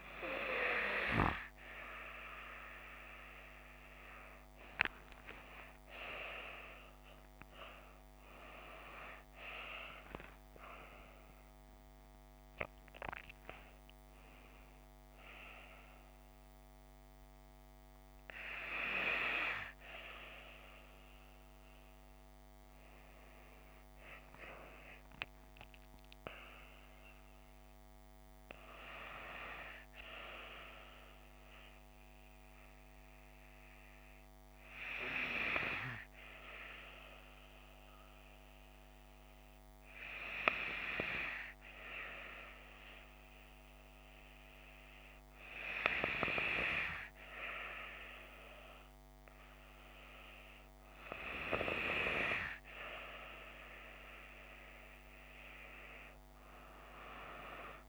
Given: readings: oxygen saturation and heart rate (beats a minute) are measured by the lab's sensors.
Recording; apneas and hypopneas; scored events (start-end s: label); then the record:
breathing in sleep by a microphone on the trachea; 1
11.00-15.00 s: arousal
34.00-50.50 s: hypopnea (oxygen 96% before, 95% lowest)
52.00-54.50 s: arousal
From the record:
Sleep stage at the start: N2 (light sleep); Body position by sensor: on the left side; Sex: female